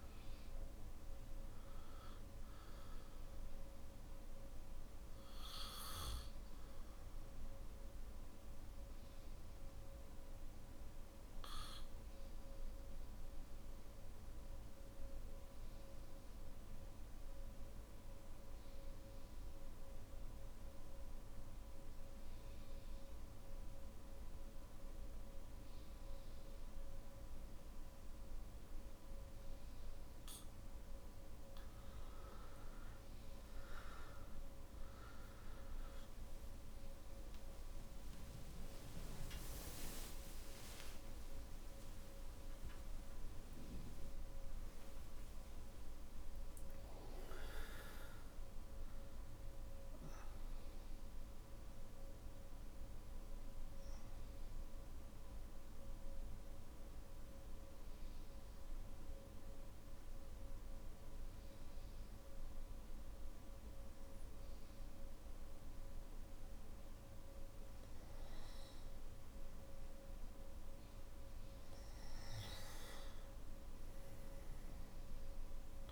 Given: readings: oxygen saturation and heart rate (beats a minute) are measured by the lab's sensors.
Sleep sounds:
breathing in sleep, hard to hear, by a room microphone; 2
0.00-6.00 s: oxygen desaturation (device-marked, oxygen 94% lowest, heart rate 48 extreme)
6.00-31.50 s: obstructive apnea (oxygen 99% before, 89% lowest, heart rate 56 before, 48 extreme, up 22 after)
32.00-53.00 s: oxygen desaturation (device-marked, oxygen 98% before, 89% lowest, heart rate 50 before, 47 extreme)
39.50-41.50 s: long interval between heartbeats (device-marked, heart rate 53 before, 69 extreme)
53.50-68.00 s: mixed apnea (oxygen 98% before, 90% lowest, heart rate 68 before, 47 extreme, up 7 after)
From the record:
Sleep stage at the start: N3 (deep sleep); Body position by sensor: on the back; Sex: male

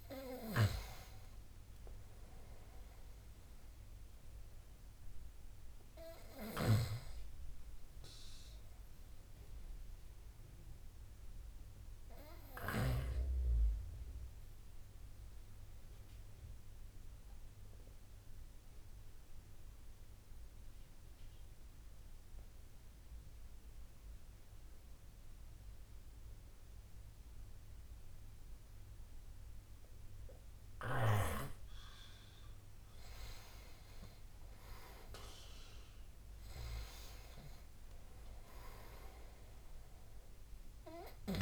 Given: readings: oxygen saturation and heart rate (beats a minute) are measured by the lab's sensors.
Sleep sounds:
breathing in sleep by a room microphone; 1
0.00-20.00 s: oxygen desaturation (device-marked, oxygen 91% lowest, heart rate 68 extreme)
15.50-31.00 s: obstructive apnea (oxygen 99% before, 88% lowest, heart rate 77 before, 68 extreme, up 10 after)
32.50-36.00 s: arousal
34.00-41.42 s: oxygen desaturation (device-marked, oxygen 98% before, 90% lowest, heart rate 71 before, 66 extreme)
From the record:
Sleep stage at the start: N2 (light sleep); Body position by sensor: on the right side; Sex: male

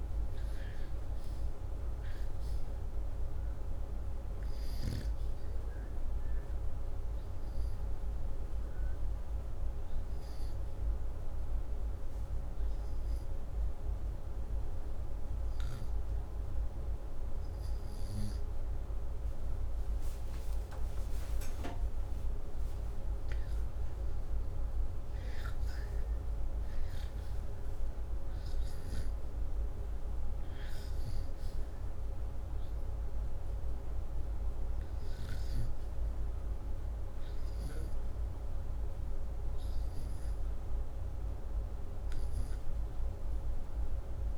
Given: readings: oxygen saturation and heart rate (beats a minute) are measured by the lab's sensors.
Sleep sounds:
breathing in sleep, hard to hear, by a room microphone; 1
3.50-22.50 s: oxygen desaturation (device-marked, oxygen 98% before, 95% lowest, heart rate 78 before, 75 extreme)
17.50-27.50 s: hypopnea (oxygen 99% before, 90% lowest, heart rate 78 before, 81 extreme, up 5 after)
28.00-31.50 s: arousal
From the record:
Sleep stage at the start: REM sleep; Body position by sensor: upright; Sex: male

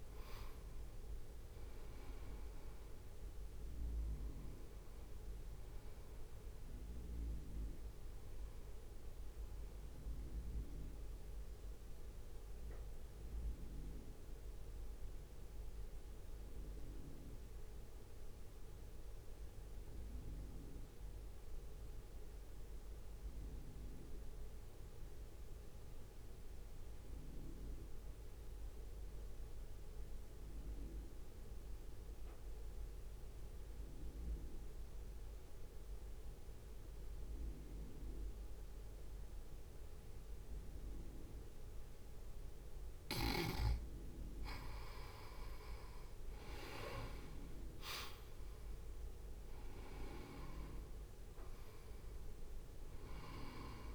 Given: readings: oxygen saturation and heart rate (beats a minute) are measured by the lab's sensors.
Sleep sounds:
breathing in sleep by a room microphone; 1
0.00-15.50 s: drop in pulse transit time (device-marked, heart rate 55 extreme)
0.00-26.50 s: oxygen desaturation (device-marked, oxygen 85% lowest, heart rate 55 extreme)
11.00-43.50 s: mixed apnea (oxygen 97% before, 85% lowest, heart rate 59 before, 58 extreme, up 4 after)
37.00-39.00 s: long interval between heartbeats (device-marked, heart rate 62 before, 67 extreme)
45.50-53.95 s: oxygen desaturation (device-marked, oxygen 97% before, 86% lowest, heart rate 65 before, 58 extreme)
47.50-51.50 s: arousal
49.50-53.95 s: drop in pulse transit time (device-marked, heart rate 65 before, 58 extreme)
From the record:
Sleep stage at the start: N2 (light sleep); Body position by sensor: on the right side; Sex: male

